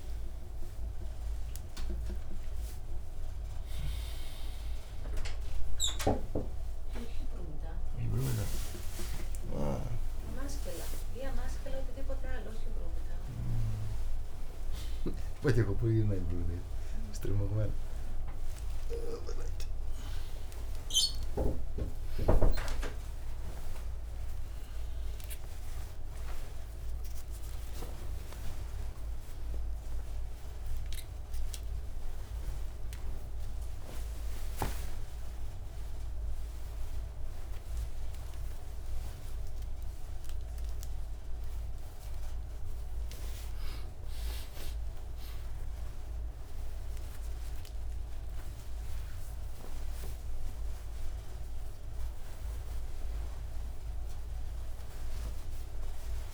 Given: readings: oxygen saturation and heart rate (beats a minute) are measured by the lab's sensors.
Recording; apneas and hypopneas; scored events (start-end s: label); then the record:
a person awake in a sleep study, by a room microphone; none
7.00-13.00 s: snoring (device-marked)
From the record:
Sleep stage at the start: awake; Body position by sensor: on the right side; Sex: male